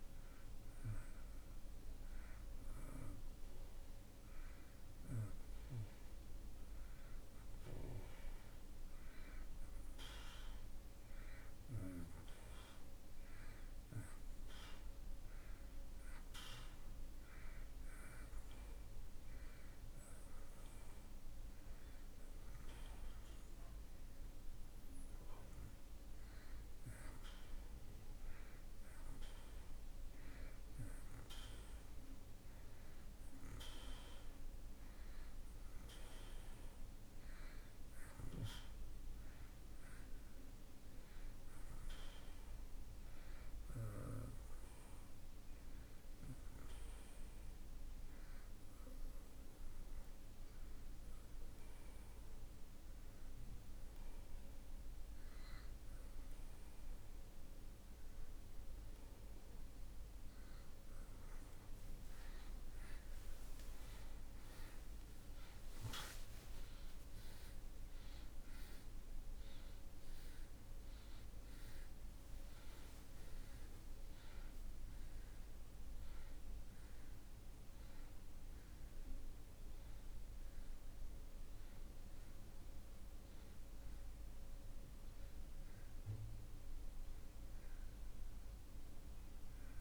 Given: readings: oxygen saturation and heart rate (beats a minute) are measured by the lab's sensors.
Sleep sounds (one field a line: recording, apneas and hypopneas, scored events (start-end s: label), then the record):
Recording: breathing in sleep by a room microphone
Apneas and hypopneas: 1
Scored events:
48.50-61.00 s: hypopnea (oxygen 91% before, 89% lowest)
64.00-70.50 s: arousal
From the record:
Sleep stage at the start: N2 (light sleep)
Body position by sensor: on the back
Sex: male